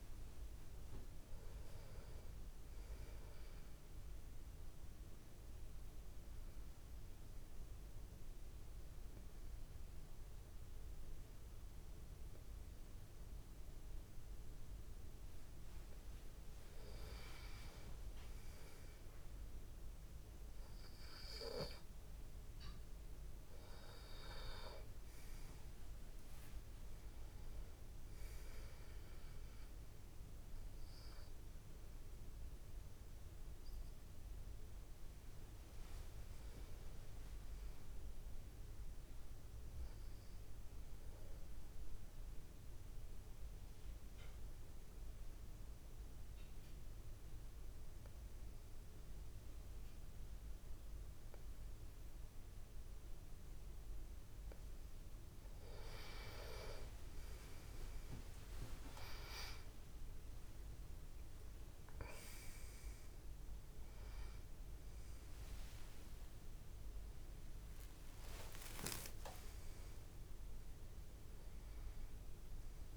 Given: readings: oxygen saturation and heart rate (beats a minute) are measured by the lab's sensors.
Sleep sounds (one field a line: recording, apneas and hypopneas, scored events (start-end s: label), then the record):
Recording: a person partly awake in a sleep study, by a room microphone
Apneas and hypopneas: 2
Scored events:
4.00-16.00 s: obstructive apnea (oxygen 95% before, 88% lowest, heart rate 64 before, 53 extreme, up 18 after)
18.00-21.00 s: arousal
27.50-40.50 s: oxygen desaturation (device-marked, oxygen 95% before, 91% lowest, heart rate 62 before, 54 extreme)
40.50-54.50 s: obstructive apnea (oxygen 95% before, 88% lowest, heart rate 66 before, 54 extreme, up 41 after)
42.50-72.97 s: new sleep stage, awake
58.50-72.97 s: oxygen desaturation (device-marked, oxygen 96% before, 88% lowest, heart rate 56 before, 84 extreme)
67.50-72.97 s: tachycardia (device-marked, heart rate 63 before, 200 extreme)
From the record:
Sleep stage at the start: N2 (light sleep)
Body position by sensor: on the back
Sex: male